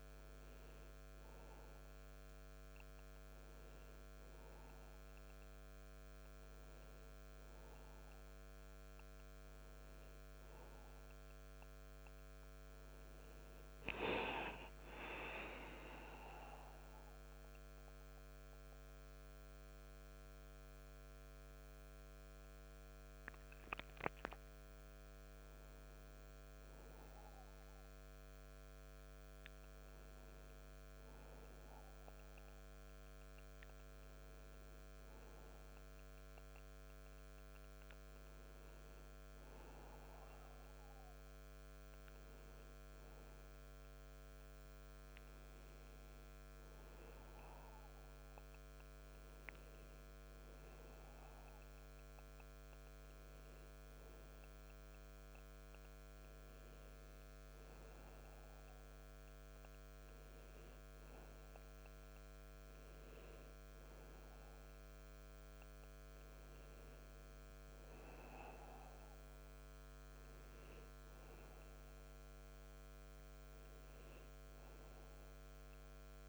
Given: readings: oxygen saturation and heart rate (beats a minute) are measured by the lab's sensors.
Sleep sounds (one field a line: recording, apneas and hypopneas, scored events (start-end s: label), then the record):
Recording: breathing in sleep, hard to hear, by a microphone on the trachea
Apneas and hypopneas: none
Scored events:
none scored
From the record:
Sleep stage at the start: N2 (light sleep)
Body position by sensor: on the back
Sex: male